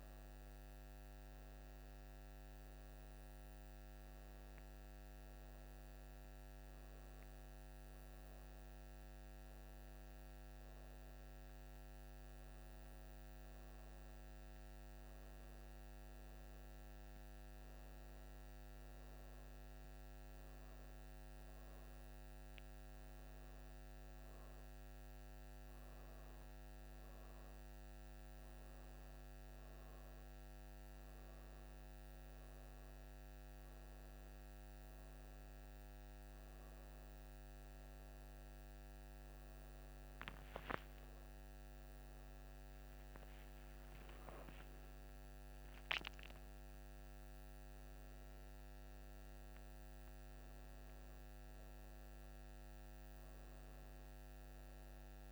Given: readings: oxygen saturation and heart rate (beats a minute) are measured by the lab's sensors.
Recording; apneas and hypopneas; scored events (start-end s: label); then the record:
breathing in sleep, hard to hear, by a microphone on the trachea; none
14.00-55.32 s: new sleep stage, N1 (lightest sleep)
41.50-46.00 s: arousal
From the record:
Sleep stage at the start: N2 (light sleep); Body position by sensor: on the back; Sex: female